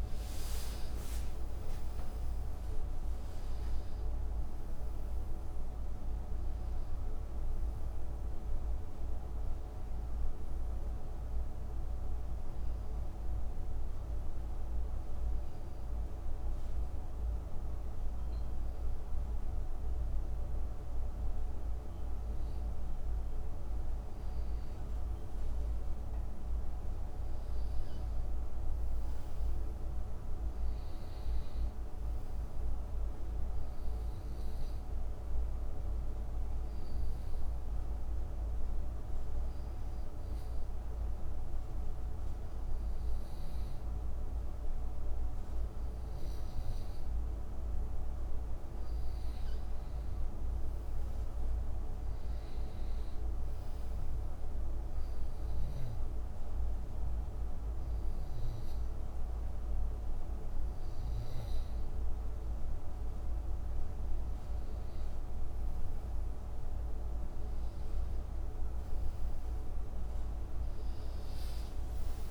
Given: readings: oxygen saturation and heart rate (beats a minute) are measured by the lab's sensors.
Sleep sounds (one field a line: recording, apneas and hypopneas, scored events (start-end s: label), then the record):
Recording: breathing in sleep, hard to hear, by a room microphone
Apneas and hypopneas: 3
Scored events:
0.00-2.50 s: arousal
0.00-5.50 s: oxygen desaturation (device-marked, oxygen 88% lowest, heart rate 66 extreme)
13.00-24.00 s: obstructive apnea (oxygen 93% before, 86% lowest, heart rate 82 before, 66 extreme, up 9 after)
25.50-29.00 s: arousal
27.50-41.50 s: oxygen desaturation (device-marked, oxygen 96% before, 86% lowest, heart rate 69 before, 69 extreme)
35.00-45.50 s: hypopnea (oxygen 96% before, 86% lowest, heart rate 69 before, 69 extreme, up 7 after)
47.00-51.50 s: arousal
54.00-65.50 s: hypopnea (oxygen 95% before, 91% lowest, heart rate 73 before, 69 extreme, up 37 after)
60.50-72.31 s: new sleep stage, awake
From the record:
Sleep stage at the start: N2 (light sleep)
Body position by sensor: on the back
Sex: male